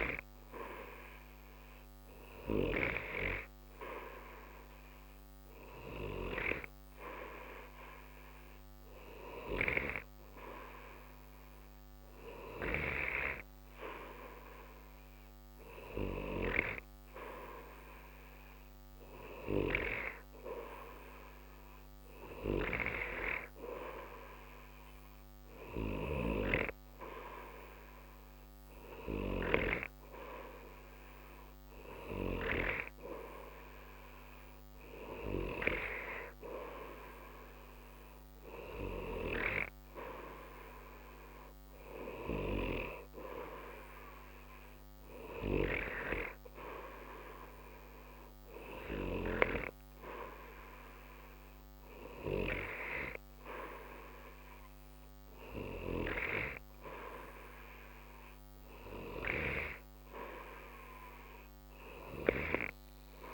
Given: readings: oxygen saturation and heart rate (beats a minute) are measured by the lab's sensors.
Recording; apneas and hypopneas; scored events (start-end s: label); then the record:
breathing in sleep by a microphone on the trachea; none
none scored
From the record:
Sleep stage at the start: N2 (light sleep); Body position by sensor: on the right side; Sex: male